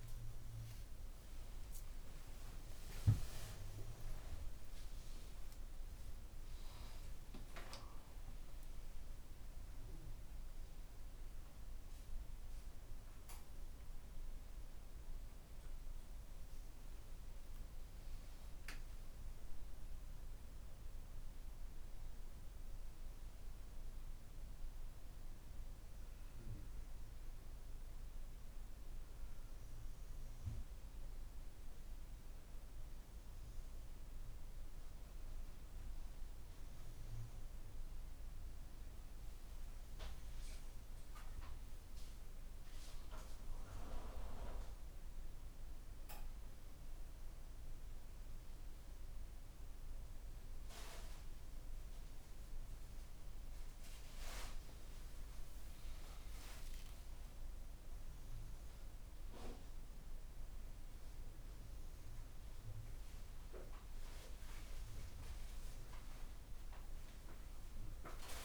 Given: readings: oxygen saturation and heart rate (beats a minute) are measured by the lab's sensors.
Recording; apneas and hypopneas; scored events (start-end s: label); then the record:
a person awake in a sleep study, by a room microphone; none
0.00-1.50 s: long interval between heartbeats (device-marked, heart rate 88 extreme)
3.50-5.50 s: long interval between heartbeats (device-marked, heart rate 97 before, 96 extreme)
10.00-19.00 s: oxygen desaturation (device-marked, oxygen 99% before, 96% lowest, heart rate 99 before, 75 extreme)
18.00-20.00 s: long interval between heartbeats (device-marked, heart rate 92 before, 89 extreme)
55.00-57.00 s: long interval between heartbeats (device-marked, heart rate 79 before, 87 extreme)
From the record:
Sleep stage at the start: awake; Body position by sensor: upright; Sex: female